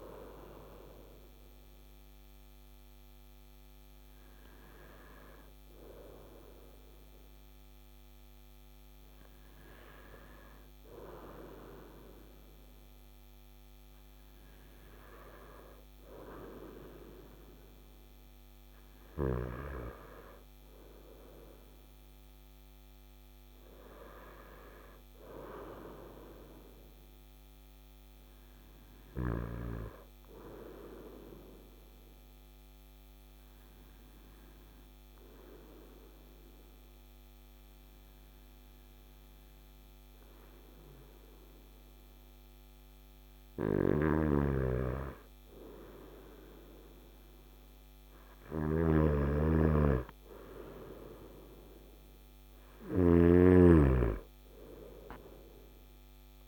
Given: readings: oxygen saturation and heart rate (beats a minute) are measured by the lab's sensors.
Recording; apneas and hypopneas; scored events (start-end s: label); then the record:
breathing in sleep by a microphone on the trachea; 1
14.00-56.48 s: new sleep stage, N2 (light sleep)
20.00-40.00 s: oxygen desaturation (device-marked, oxygen 100% before, 96% lowest, heart rate 56 before, 53 extreme)
30.50-42.50 s: obstructive apnea (oxygen 100% before, 94% lowest, heart rate 56 before, 53 extreme, up 4 after)
44.50-48.00 s: arousal
47.50-52.50 s: snoring (device-marked)
51.00-56.48 s: oxygen desaturation (device-marked, oxygen 97% before, 94% lowest, heart rate 55 before, 53 extreme)
From the record:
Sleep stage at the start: N1 (lightest sleep); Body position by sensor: on the front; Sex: male